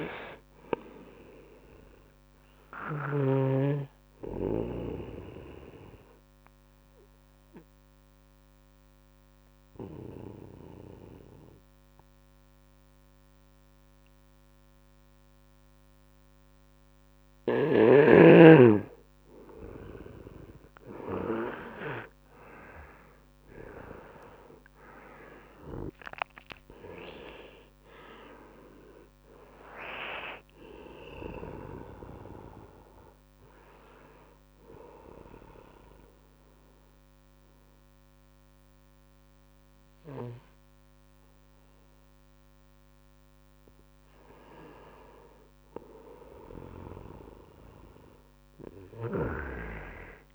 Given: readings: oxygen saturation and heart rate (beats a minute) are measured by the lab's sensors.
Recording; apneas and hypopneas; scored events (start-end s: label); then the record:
breathing in sleep by a microphone on the trachea; 2
4.00-17.00 s: obstructive apnea (oxygen 98% before, 90% lowest, heart rate 72 before, 68 extreme, up 6 after)
10.00-21.00 s: oxygen desaturation (device-marked, oxygen 97% before, 92% lowest, heart rate 72 before, 68 extreme)
22.00-26.00 s: arousal
32.00-50.35 s: oxygen desaturation (device-marked, oxygen 97% before, 90% lowest, heart rate 72 before, 69 extreme)
33.50-44.00 s: mixed apnea (oxygen 97% before, 90% lowest, heart rate 73 before, 69 extreme, up 1 after)
From the record:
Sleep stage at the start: N2 (light sleep); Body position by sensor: on the right side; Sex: male